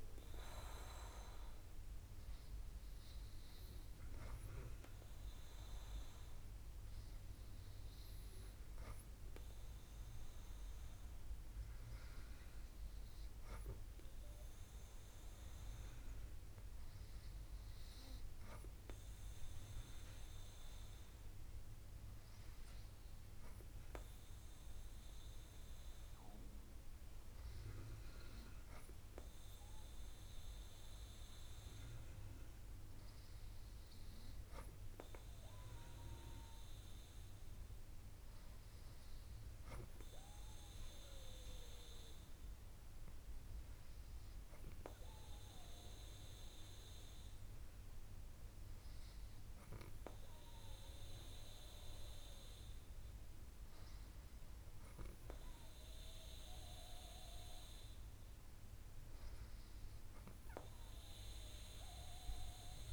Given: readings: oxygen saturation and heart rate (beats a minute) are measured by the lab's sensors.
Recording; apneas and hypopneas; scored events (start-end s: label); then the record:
breathing in sleep by a room microphone; none
none scored
From the record:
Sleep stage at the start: N2 (light sleep); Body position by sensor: on the back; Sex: female